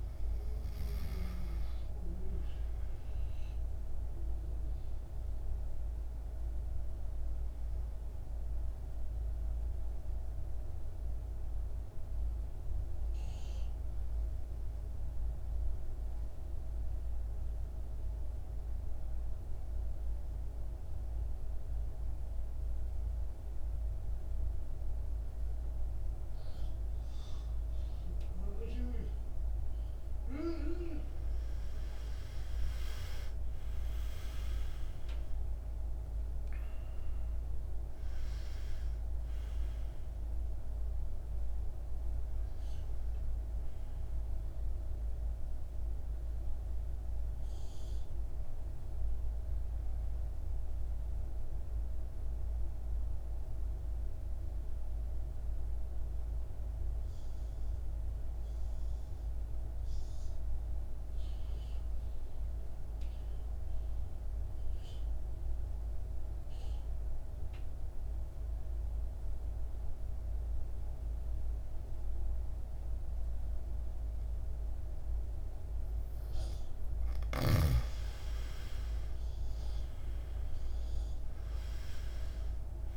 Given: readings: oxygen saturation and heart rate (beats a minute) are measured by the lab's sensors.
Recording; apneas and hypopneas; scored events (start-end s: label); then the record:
breathing in sleep, hard to hear, by a room microphone; 2
2.00-21.00 s: oxygen desaturation (device-marked, oxygen 99% before, 89% lowest, heart rate 57 before, 50 extreme)
3.00-29.00 s: obstructive apnea (oxygen 99% before, 87% lowest, heart rate 57 before, 50 extreme, up 17 after)
32.00-63.00 s: oxygen desaturation (device-marked, oxygen 99% before, 87% lowest, heart rate 53 before, 51 extreme)
33.00-36.50 s: arousal
52.50-76.50 s: mixed apnea (oxygen 99% before, 83% lowest, heart rate 62 before, 51 extreme, up 9 after)
76.00-82.96 s: oxygen desaturation (device-marked, oxygen 99% before, 83% lowest, heart rate 55 before, 53 extreme)
79.00-82.96 s: arousal
From the record:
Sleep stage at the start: N2 (light sleep); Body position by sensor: on the back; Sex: male